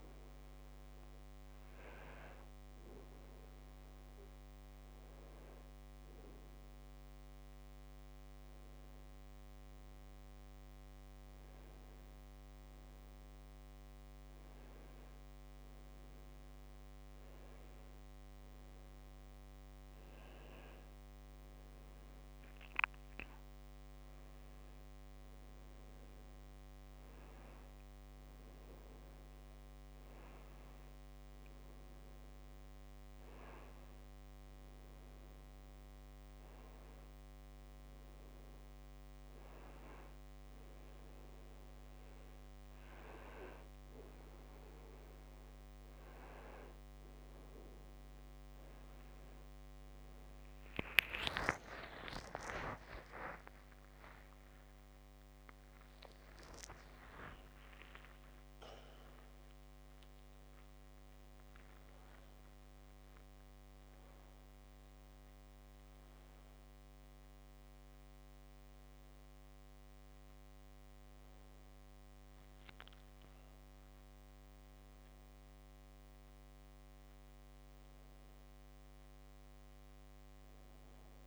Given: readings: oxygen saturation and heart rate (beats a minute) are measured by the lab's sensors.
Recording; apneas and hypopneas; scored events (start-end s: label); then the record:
a person awake in a sleep study, by a microphone on the trachea; none
none scored
From the record:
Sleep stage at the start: awake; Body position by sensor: on the back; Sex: male